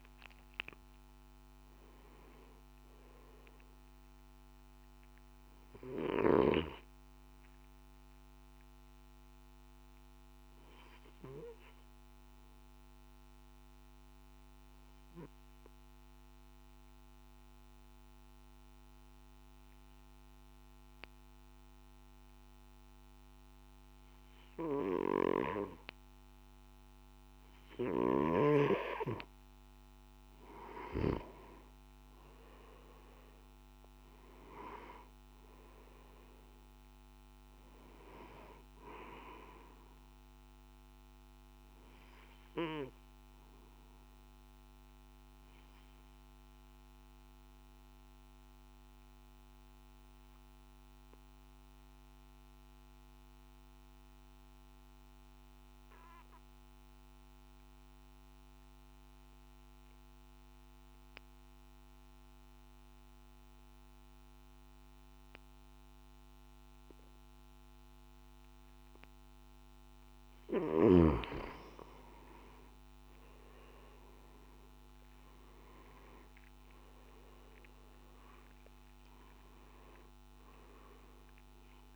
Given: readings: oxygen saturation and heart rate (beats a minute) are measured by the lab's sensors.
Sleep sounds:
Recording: breathing in sleep by a microphone on the trachea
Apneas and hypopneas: 2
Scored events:
0.00-23.50 s: oxygen desaturation (device-marked, oxygen 86% lowest, heart rate 51 extreme)
9.00-28.00 s: obstructive apnea (oxygen 98% before, 86% lowest, heart rate 59 before, 51 extreme, up 6 after)
42.50-58.50 s: oxygen desaturation (device-marked, oxygen 96% before, 91% lowest, heart rate 57 before, 52 extreme)
43.50-69.50 s: obstructive apnea (oxygen 98% before, 88% lowest, heart rate 57 before, 52 extreme, up 10 after)
73.50-81.96 s: oxygen desaturation (device-marked, oxygen 97% before, 88% lowest, heart rate 54 before, 52 extreme)
From the record:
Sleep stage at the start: N3 (deep sleep)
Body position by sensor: on the back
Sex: male

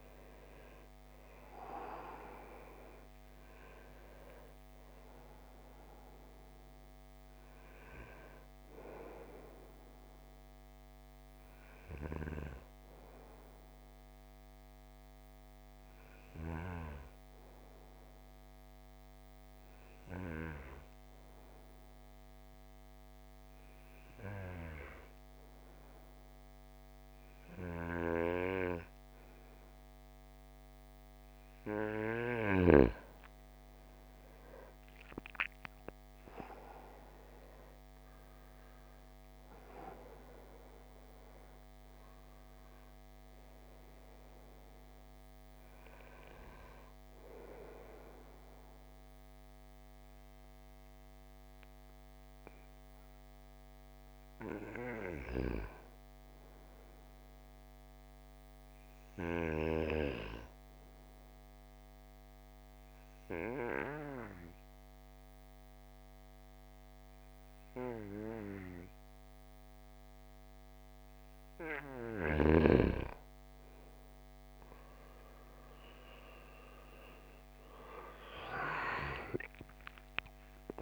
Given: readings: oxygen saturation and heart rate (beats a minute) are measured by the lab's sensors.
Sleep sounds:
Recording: breathing in sleep by a microphone on the trachea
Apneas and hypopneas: 2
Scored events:
0.00-23.00 s: oxygen desaturation (device-marked, oxygen 89% lowest, heart rate 52 extreme)
15.00-31.00 s: obstructive apnea (oxygen 97% before, 89% lowest, heart rate 72 before, 53 extreme, up 30 after)
34.50-38.50 s: arousal
41.00-61.00 s: oxygen desaturation (device-marked, oxygen 96% before, 91% lowest, heart rate 62 before, 53 extreme)
59.50-71.50 s: obstructive apnea (oxygen 96% before, 90% lowest, heart rate 62 before, 54 extreme, up 40 after)
77.50-80.82 s: arousal
From the record:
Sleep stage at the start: N2 (light sleep)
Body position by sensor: on the right side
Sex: male

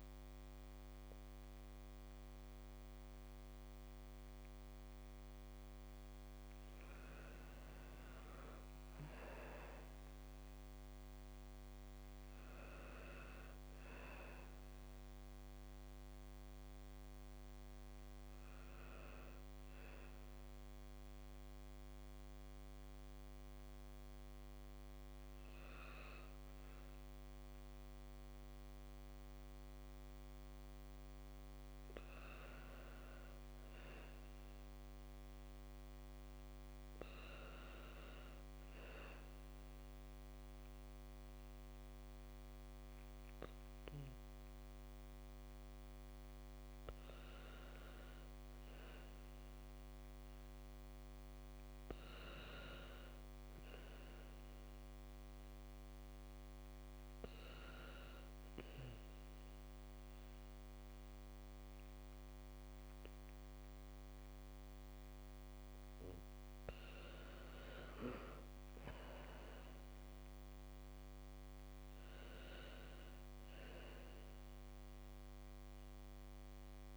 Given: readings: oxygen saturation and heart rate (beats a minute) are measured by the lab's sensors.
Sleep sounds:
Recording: breathing in sleep, hard to hear, by a microphone on the trachea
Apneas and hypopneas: 2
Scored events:
8.50-76.97 s: new sleep stage, N2 (light sleep)
11.50-15.50 s: arousal
16.50-25.50 s: oxygen desaturation (device-marked, oxygen 98% before, 94% lowest, heart rate 70 before, 69 extreme)
18.00-29.00 s: obstructive apnea (oxygen 98% before, 92% lowest, heart rate 70 before, 69 extreme)
31.50-34.50 s: arousal
53.00-66.00 s: obstructive apnea (oxygen 97% before, 90% lowest, heart rate 71 before, 72 extreme, up 1 after)
68.50-72.00 s: arousal
From the record:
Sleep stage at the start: N1 (lightest sleep)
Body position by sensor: on the back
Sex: female

